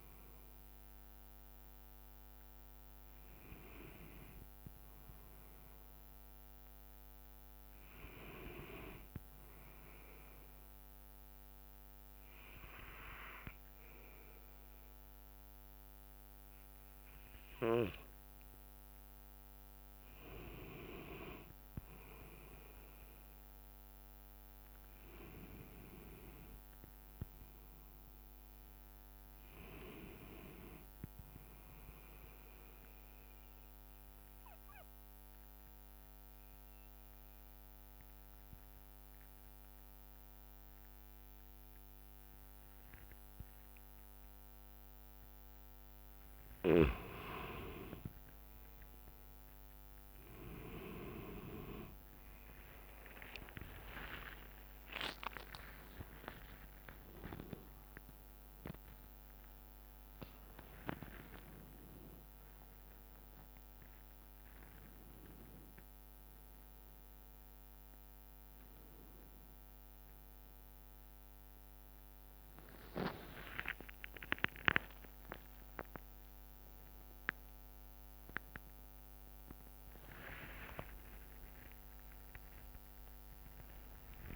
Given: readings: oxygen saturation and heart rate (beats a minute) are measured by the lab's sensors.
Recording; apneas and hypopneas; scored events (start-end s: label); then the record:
a person partly awake in a sleep study, by a microphone on the trachea; 2
3.00-63.00 s: new sleep stage, N2 (light sleep)
10.50-20.50 s: obstructive apnea (oxygen 100% before, 92% lowest, heart rate 67 before, 63 extreme, up 2 after)
23.50-29.00 s: arousal
34.00-46.50 s: obstructive apnea (oxygen 97% before, 92% lowest, heart rate 65 before, 63 extreme, up 6 after)
53.00-62.00 s: oxygen desaturation (device-marked, oxygen 96% before, 92% lowest, heart rate 64 before, 67 extreme)
54.00-60.00 s: tachycardia (device-marked, heart rate 67 before, 136 extreme)
55.00-57.00 s: long interval between heartbeats (device-marked, heart rate 65 before, 88 extreme)
57.00-59.00 s: long interval between heartbeats (device-marked, heart rate 68 before, 120 extreme)
63.00-84.36 s: new sleep stage, awake
66.00-71.00 s: drop in pulse transit time (device-marked, heart rate 89 before, 72 extreme)
From the record:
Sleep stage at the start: awake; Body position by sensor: on the back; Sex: male